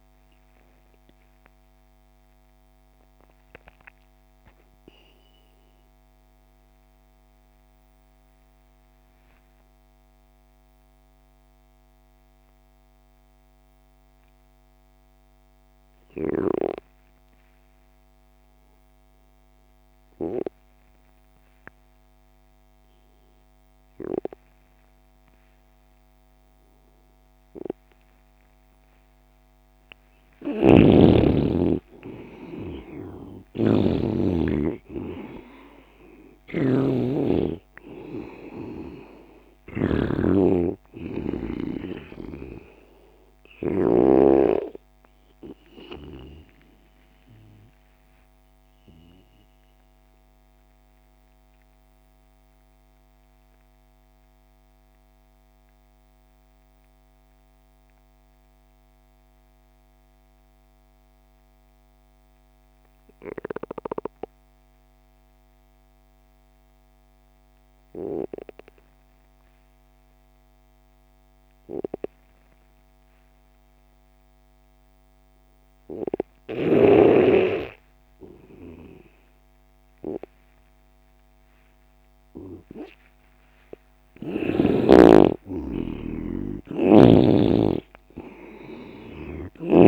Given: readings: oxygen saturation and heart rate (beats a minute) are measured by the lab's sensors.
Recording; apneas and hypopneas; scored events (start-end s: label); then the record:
breathing in sleep by a microphone on the trachea; 2
0.00-19.50 s: oxygen desaturation (device-marked, oxygen 83% lowest)
0.50-29.00 s: mixed apnea (oxygen 98% before, 83% lowest)
27.50-54.50 s: oxygen desaturation (device-marked, oxygen 98% before, 87% lowest)
30.00-44.00 s: snoring (device-marked)
31.50-36.50 s: arousal
45.50-79.50 s: mixed apnea (oxygen 98% before, 87% lowest)
72.50-89.88 s: oxygen desaturation (device-marked, oxygen 98% before, 88% lowest)
82.00-86.50 s: arousal
From the record:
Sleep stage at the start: N2 (light sleep); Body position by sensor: on the left side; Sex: male